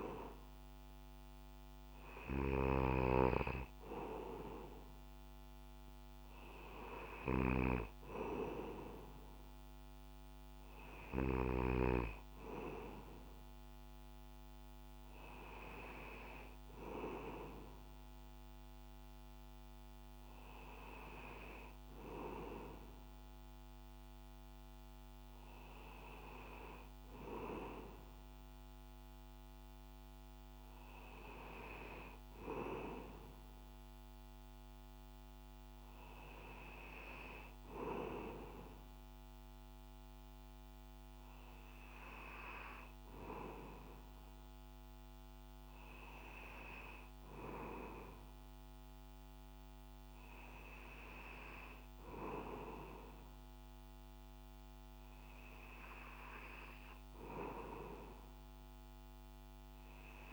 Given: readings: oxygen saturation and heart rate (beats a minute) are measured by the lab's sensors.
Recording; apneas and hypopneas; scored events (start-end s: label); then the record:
breathing in sleep by a microphone on the trachea; none
0.00-2.50 s: snoring (device-marked)
From the record:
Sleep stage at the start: N2 (light sleep); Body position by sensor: on the back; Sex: male